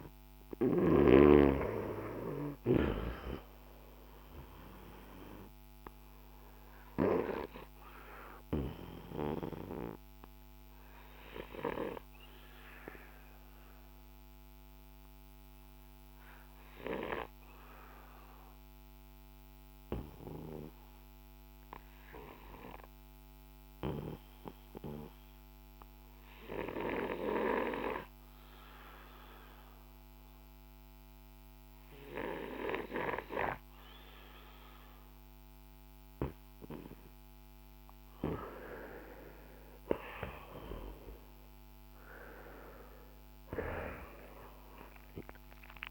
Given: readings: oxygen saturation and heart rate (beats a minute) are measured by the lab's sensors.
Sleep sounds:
breathing in sleep by a microphone on the trachea; 1
0.00-12.00 s: oxygen desaturation (device-marked, oxygen 97% before, 93% lowest, heart rate 55 before, 51 extreme)
4.50-37.50 s: obstructive apnea (oxygen 98% before, 90% lowest, heart rate 57 before, 51 extreme, up 5 after)
25.00-37.00 s: oxygen desaturation (device-marked, oxygen 94% before, 90% lowest, heart rate 56 before, 52 extreme)
40.50-45.00 s: arousal
From the record:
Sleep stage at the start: N2 (light sleep); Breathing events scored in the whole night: 340 in 7.2 hours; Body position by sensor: on the back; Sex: male

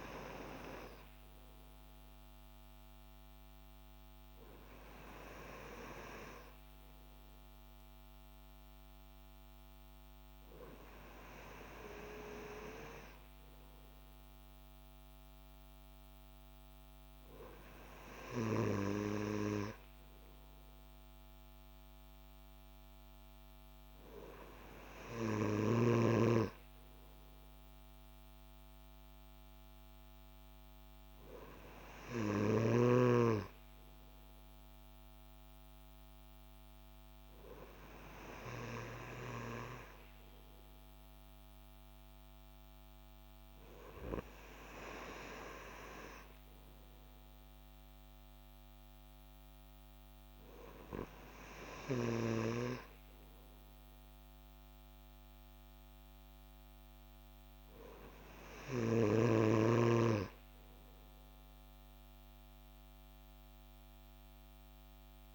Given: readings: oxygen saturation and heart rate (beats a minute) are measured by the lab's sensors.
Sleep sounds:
breathing in sleep by a microphone on the trachea; none
none scored
From the record:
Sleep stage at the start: N2 (light sleep); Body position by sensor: on the back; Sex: male

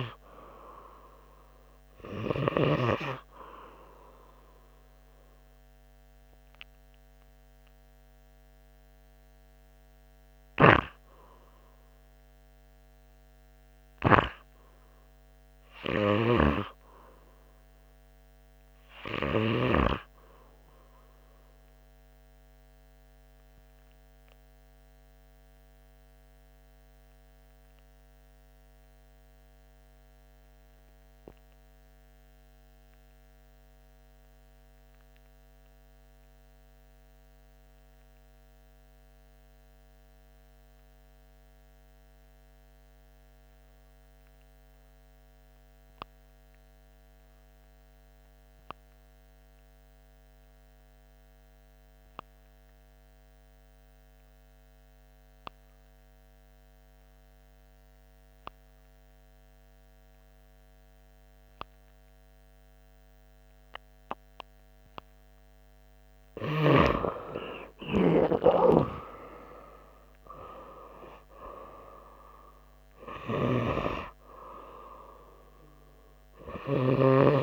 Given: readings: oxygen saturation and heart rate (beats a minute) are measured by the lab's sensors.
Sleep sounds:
breathing in sleep by a microphone on the trachea; 1
22.50-66.00 s: obstructive apnea (oxygen 98% before, 88% lowest, heart rate 81 before, 60 extreme, up 23 after)
23.00-33.00 s: oxygen desaturation (device-marked, oxygen 98% before, 93% lowest, heart rate 81 before, 64 extreme)
67.50-71.00 s: arousal
73.50-77.43 s: snoring (device-marked)
From the record:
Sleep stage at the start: N2 (light sleep); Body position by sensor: on the right side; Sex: male

